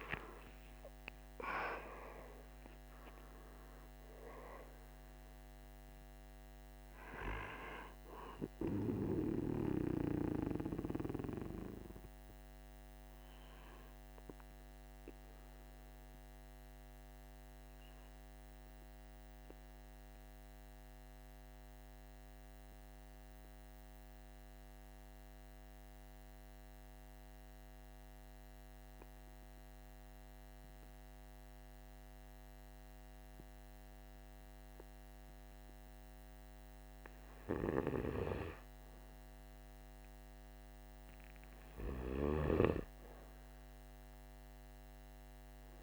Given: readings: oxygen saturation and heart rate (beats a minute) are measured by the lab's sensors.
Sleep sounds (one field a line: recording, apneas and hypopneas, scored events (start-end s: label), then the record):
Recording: breathing in sleep by a microphone on the trachea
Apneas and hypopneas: 1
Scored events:
0.00-13.00 s: oxygen desaturation (device-marked, oxygen 93% lowest, heart rate 42 extreme)
17.50-35.00 s: obstructive apnea (oxygen 97% before, 92% lowest, heart rate 50 before, 45 extreme, up 2 after)
39.00-43.50 s: arousal
From the record:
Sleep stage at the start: N2 (light sleep)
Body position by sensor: on the back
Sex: male